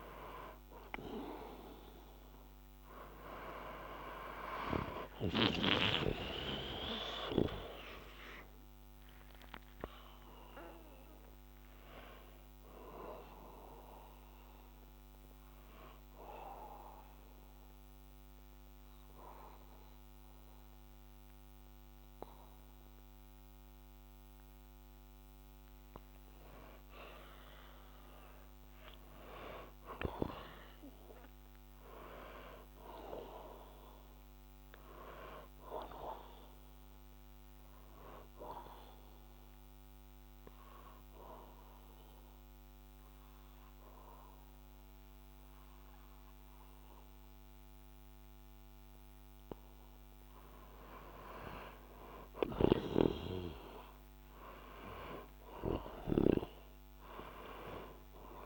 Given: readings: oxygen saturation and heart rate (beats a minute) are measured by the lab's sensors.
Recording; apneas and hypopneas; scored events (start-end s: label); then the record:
breathing in sleep by a microphone on the trachea; 2
4.00-10.00 s: arousal
15.00-26.50 s: obstructive apnea (oxygen 95% before, 92% lowest, heart rate 64 before, 61 extreme, up 2 after)
28.50-33.00 s: arousal
37.00-50.50 s: obstructive apnea (oxygen 94% before, 92% lowest, heart rate 62 before, 58 extreme)
52.50-57.00 s: arousal
From the record:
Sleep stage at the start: N2 (light sleep); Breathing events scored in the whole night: 341 in 4.7 hours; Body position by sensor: on the back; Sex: male